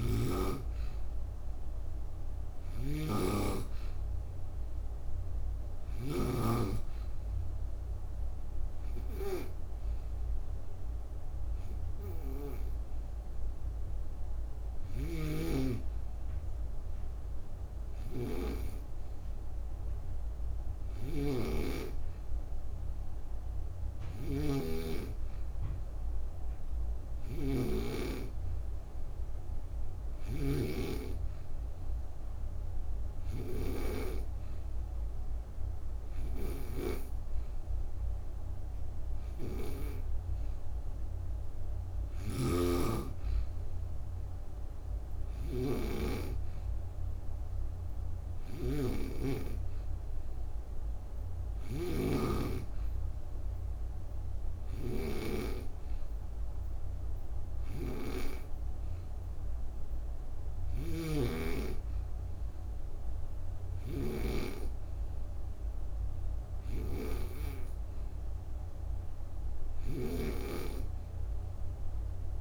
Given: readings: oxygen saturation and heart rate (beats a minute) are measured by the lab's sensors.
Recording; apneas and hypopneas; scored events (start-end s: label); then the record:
breathing in sleep by a room microphone; none
0.00-6.00 s: snoring (device-marked)
14.50-27.50 s: snoring (device-marked)
42.00-72.41 s: snoring (device-marked)
From the record:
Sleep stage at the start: N2 (light sleep); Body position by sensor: on the back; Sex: female